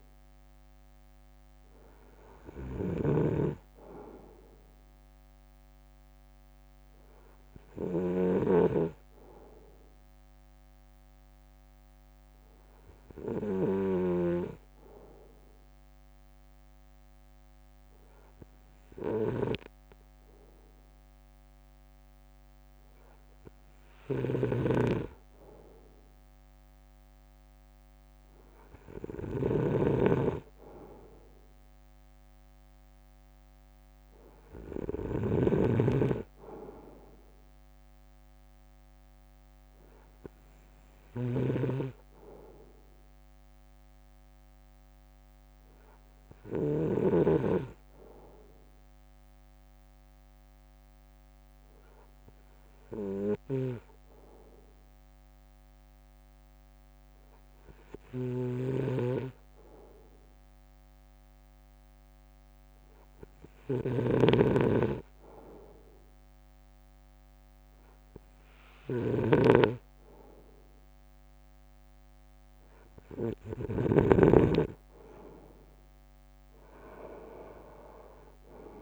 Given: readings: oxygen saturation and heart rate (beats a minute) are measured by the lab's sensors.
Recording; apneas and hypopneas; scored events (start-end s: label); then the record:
breathing in sleep by a microphone on the trachea; 2
0.00-47.00 s: snoring (device-marked)
9.00-24.00 s: hypopnea (oxygen 96% before, 95% lowest, heart rate 57 before, 52 extreme, up 2 after)
23.50-35.50 s: drop in pulse transit time (device-marked, heart rate 58 before, 52 extreme)
26.50-30.00 s: arousal
48.00-64.50 s: hypopnea (oxygen 96% before, 94% lowest, heart rate 57 before, 52 extreme, up 1 after)
53.50-74.00 s: snoring (device-marked)
68.00-72.00 s: arousal
76.50-78.82 s: drop in pulse transit time (device-marked, heart rate 57 before, 52 extreme)
From the record:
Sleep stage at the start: N2 (light sleep); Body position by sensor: on the front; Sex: male